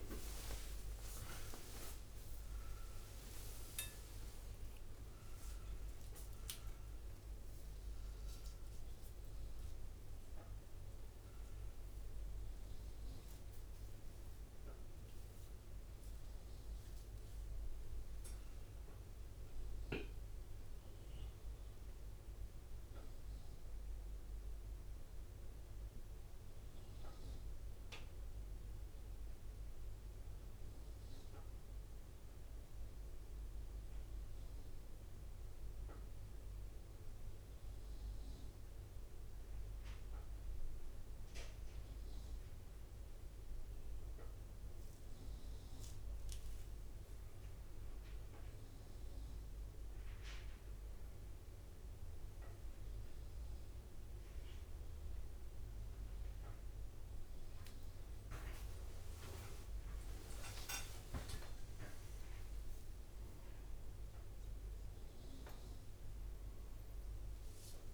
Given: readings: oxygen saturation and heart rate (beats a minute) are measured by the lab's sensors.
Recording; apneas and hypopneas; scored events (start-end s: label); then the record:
a person partly awake in a sleep study, by a room microphone; 1
0.00-1.50 s: long interval between heartbeats (device-marked, heart rate 109 extreme)
0.00-2.50 s: tachycardia (device-marked, heart rate 114 extreme)
0.00-4.50 s: drop in pulse transit time (device-marked, heart rate 71 extreme)
3.50-63.50 s: new sleep stage, N1 (lightest sleep)
13.50-15.50 s: long interval between heartbeats (device-marked, heart rate 95 before, 97 extreme)
13.50-16.50 s: tachycardia (device-marked, heart rate 68 before, 97 extreme)
17.00-18.00 s: leg movement (device-marked)
17.00-19.00 s: long interval between heartbeats (device-marked, heart rate 96 before, 103 extreme)
19.50-40.00 s: hypopnea (oxygen 98% before, 94% lowest, heart rate 97 before, 70 extreme, up 1 after)
30.50-37.00 s: leg movement (device-marked)
57.50-67.93 s: drop in pulse transit time (device-marked, heart rate 71 before, 73 extreme)
58.00-67.00 s: leg movement (device-marked)
58.50-67.93 s: tachycardia (device-marked, heart rate 70 before, 150 extreme)
61.50-63.50 s: long interval between heartbeats (device-marked, heart rate 72 before, 107 extreme)
63.50-67.93 s: new sleep stage, awake
64.00-66.00 s: long interval between heartbeats (device-marked, heart rate 76 before, 117 extreme)
From the record:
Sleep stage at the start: awake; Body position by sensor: upright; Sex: male